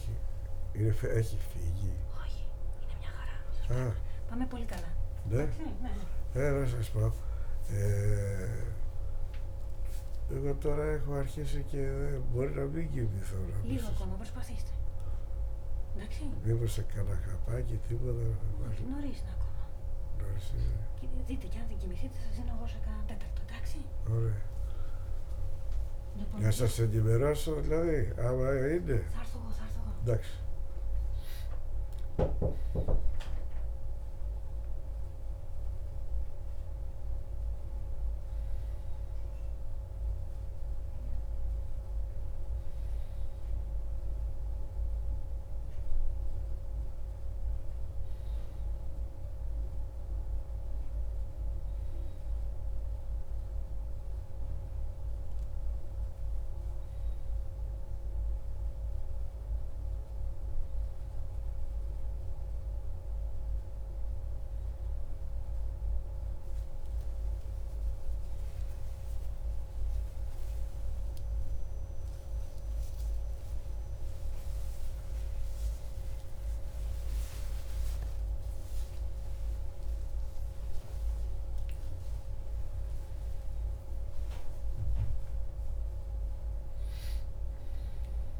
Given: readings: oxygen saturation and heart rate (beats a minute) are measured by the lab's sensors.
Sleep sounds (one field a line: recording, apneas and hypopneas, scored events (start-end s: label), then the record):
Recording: a person awake in a sleep study, by a room microphone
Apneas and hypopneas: none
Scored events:
5.50-16.00 s: snoring (device-marked)
25.50-29.50 s: snoring (device-marked)
From the record:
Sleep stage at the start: awake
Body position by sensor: on the back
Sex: male